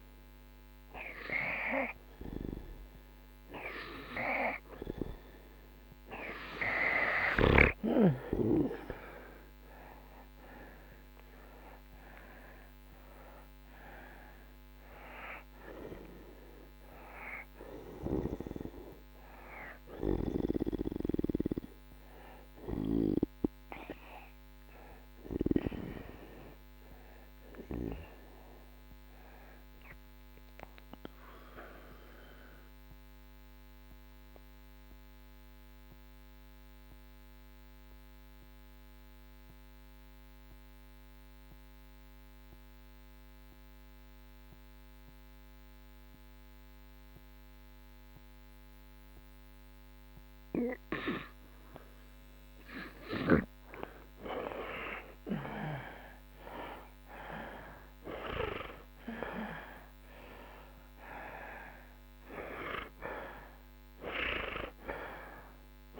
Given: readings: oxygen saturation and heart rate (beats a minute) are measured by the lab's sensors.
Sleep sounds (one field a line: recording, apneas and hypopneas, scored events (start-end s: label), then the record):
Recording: breathing in sleep by a microphone on the trachea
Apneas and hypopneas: 1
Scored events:
0.00-4.00 s: arousal
8.00-17.00 s: oxygen desaturation (device-marked, oxygen 94% before, 88% lowest)
21.00-37.00 s: oxygen desaturation (device-marked, oxygen 92% before, 86% lowest)
31.00-50.00 s: obstructive apnea (oxygen 94% before, 80% lowest)
53.00-58.50 s: arousal
58.00-65.99 s: oxygen desaturation (device-marked, oxygen 95% before, 80% lowest)
From the record:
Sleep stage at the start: N2 (light sleep)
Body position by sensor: on the right side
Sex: male